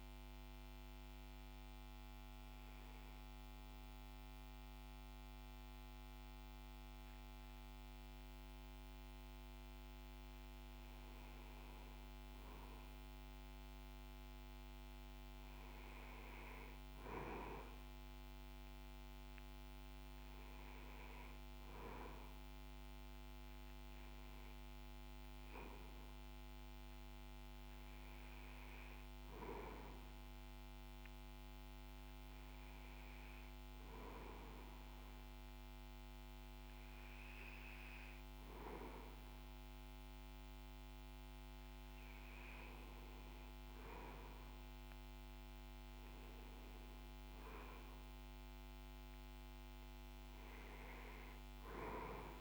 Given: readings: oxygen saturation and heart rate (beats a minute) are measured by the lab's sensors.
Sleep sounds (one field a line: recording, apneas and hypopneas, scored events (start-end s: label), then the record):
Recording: breathing in sleep by a microphone on the trachea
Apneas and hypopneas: none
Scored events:
30.00-52.41 s: new sleep stage, N2 (light sleep)
From the record:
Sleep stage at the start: REM sleep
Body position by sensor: on the back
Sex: male